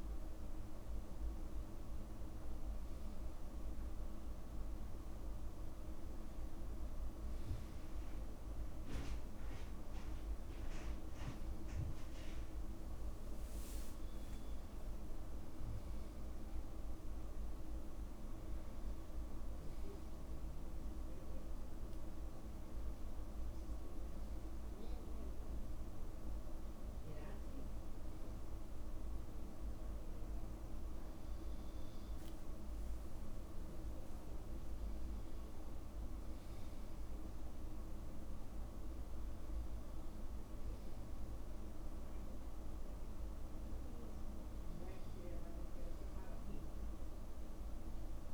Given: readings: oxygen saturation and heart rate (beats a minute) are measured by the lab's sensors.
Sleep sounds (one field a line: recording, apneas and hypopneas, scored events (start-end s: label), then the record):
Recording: breathing in sleep, hard to hear, by a room microphone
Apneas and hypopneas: none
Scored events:
none scored
From the record:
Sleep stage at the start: N2 (light sleep)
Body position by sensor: on the back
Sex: male